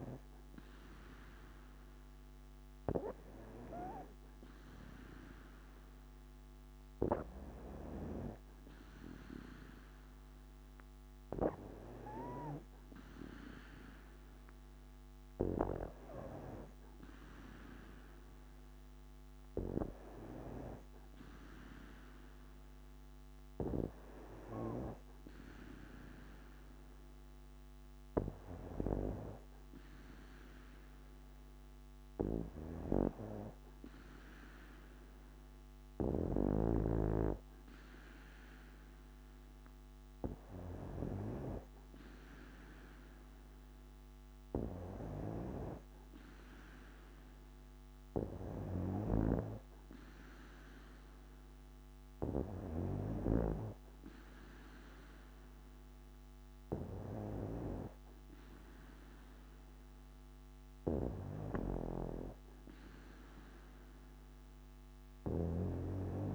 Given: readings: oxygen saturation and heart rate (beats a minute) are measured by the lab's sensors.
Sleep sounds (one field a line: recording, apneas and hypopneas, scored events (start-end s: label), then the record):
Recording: breathing in sleep by a microphone on the trachea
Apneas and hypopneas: none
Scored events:
none scored
From the record:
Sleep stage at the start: N2 (light sleep)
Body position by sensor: on the back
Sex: female